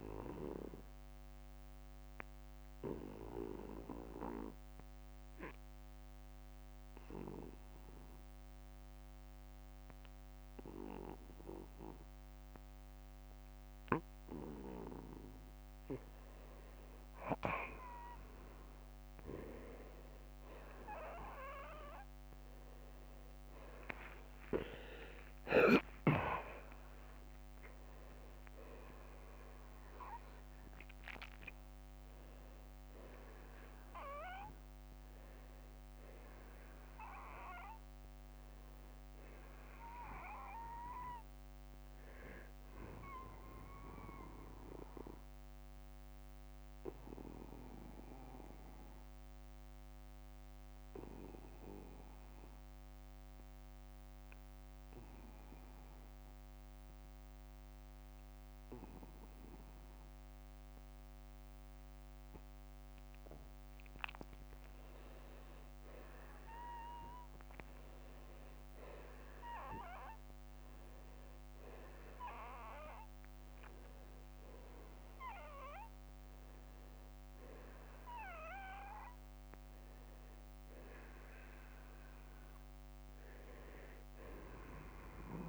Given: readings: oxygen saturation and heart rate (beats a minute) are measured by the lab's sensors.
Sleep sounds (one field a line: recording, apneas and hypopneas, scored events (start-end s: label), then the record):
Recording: breathing in sleep by a microphone on the trachea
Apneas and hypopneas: 2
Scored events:
2.00-15.50 s: obstructive apnea (oxygen 96% before, 85% lowest, heart rate 60 before, 51 extreme, up 17 after)
13.00-38.00 s: oxygen desaturation (device-marked, oxygen 95% before, 89% lowest, heart rate 56 before, 46 extreme)
19.50-24.00 s: arousal
38.50-41.50 s: arousal
43.00-57.00 s: oxygen desaturation (device-marked, oxygen 90% before, 85% lowest, heart rate 60 before, 46 extreme)
44.00-63.50 s: obstructive apnea (oxygen 93% before, 85% lowest, heart rate 60 before, 46 extreme, up 3 after)
45.00-47.00 s: long interval between heartbeats (device-marked, heart rate 60 before, 62 extreme)
66.00-70.50 s: arousal
68.00-70.00 s: long interval between heartbeats (device-marked, heart rate 56 before, 60 extreme)
From the record:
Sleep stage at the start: N2 (light sleep)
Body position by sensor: on the back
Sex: male